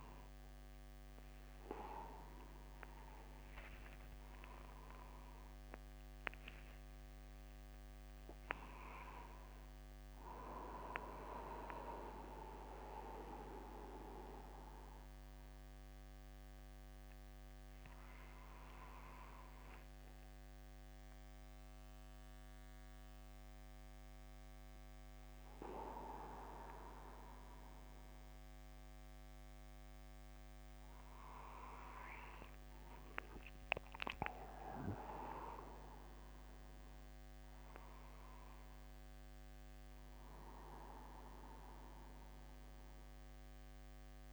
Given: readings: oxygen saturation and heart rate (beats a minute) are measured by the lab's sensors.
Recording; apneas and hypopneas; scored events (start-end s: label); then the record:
a person awake in a sleep study, by a microphone on the trachea; none
4.00-6.00 s: long interval between heartbeats (device-marked, heart rate 51 before, 61 extreme)
10.00-12.00 s: long interval between heartbeats (device-marked, heart rate 54 before, 60 extreme)
20.00-22.00 s: long interval between heartbeats (device-marked, heart rate 57 before, 60 extreme)
31.50-33.50 s: long interval between heartbeats (device-marked, heart rate 56 before, 60 extreme)
From the record:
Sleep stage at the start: awake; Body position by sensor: upright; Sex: male